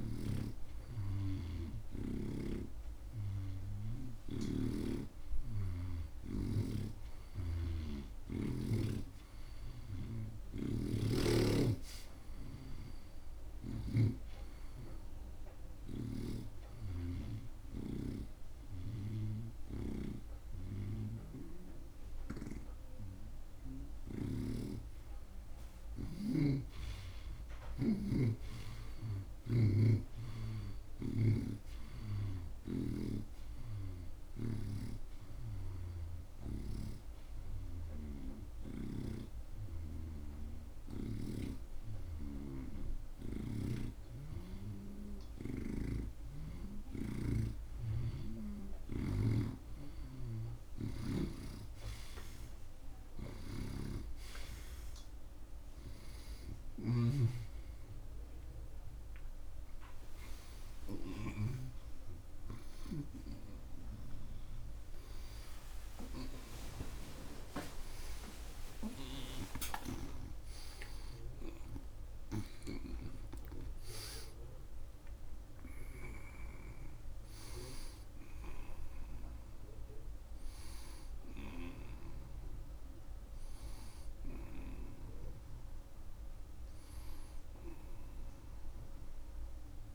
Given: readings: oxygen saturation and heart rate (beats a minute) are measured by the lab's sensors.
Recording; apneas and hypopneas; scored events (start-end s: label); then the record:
a person partly awake in a sleep study, by a room microphone; 2
0.00-8.50 s: oxygen desaturation (device-marked, oxygen 82% lowest)
0.00-14.00 s: snoring (device-marked)
7.00-11.00 s: arousal
16.00-24.50 s: snoring (device-marked)
16.00-26.00 s: hypopnea (oxygen 86% before, 81% lowest)
20.50-36.50 s: oxygen desaturation (device-marked, oxygen 84% before, 81% lowest)
26.50-37.00 s: snoring (device-marked)
27.50-32.00 s: arousal
37.00-47.50 s: hypopnea (oxygen 85% before, 81% lowest)
38.50-49.50 s: oxygen desaturation (device-marked, oxygen 87% before, 81% lowest)
39.00-51.50 s: snoring (device-marked)
53.50-57.50 s: snoring (device-marked)
56.50-83.50 s: oxygen desaturation (device-marked, oxygen 87% before, 81% lowest)
57.50-89.95 s: new sleep stage, awake
From the record:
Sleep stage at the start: N2 (light sleep); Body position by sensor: on the right side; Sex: male